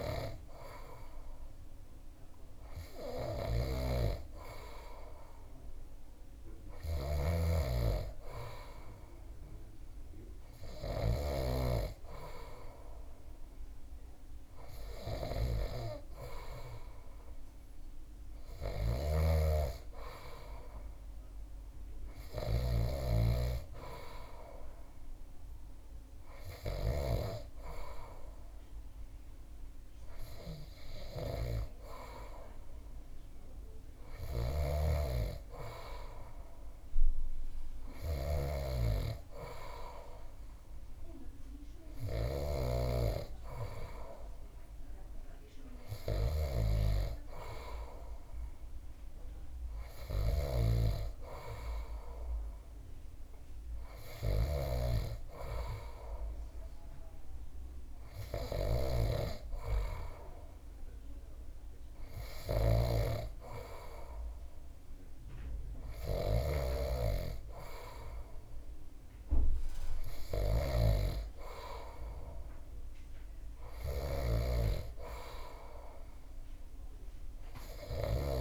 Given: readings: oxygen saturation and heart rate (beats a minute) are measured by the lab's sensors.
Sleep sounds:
breathing in sleep by a room microphone; none
3.00-11.00 s: snoring (device-marked)
18.00-22.50 s: snoring (device-marked)
34.00-78.41 s: snoring (device-marked)
From the record:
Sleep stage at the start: N2 (light sleep); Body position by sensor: on the back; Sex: male

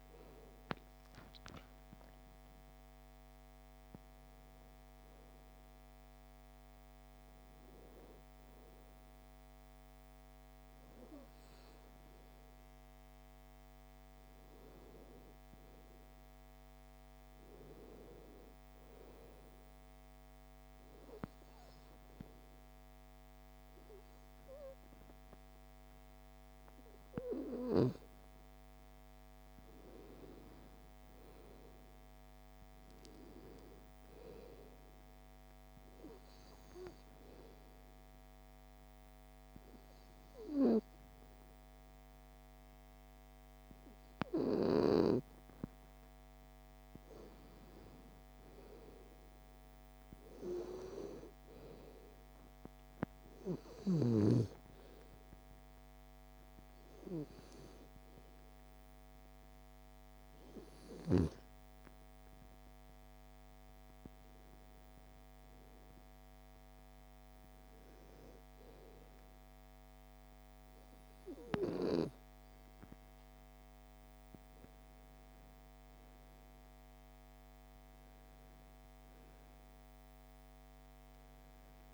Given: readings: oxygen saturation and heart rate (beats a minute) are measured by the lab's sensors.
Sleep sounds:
breathing in sleep by a microphone on the trachea; 1
31.00-35.00 s: arousal
37.50-47.50 s: obstructive apnea (oxygen 97% before, 92% lowest)
43.50-53.50 s: oxygen desaturation (device-marked, oxygen 95% before, 92% lowest)
51.00-55.00 s: arousal
78.50-81.94 s: arousal
From the record:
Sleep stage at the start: N2 (light sleep); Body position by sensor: on the back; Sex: female

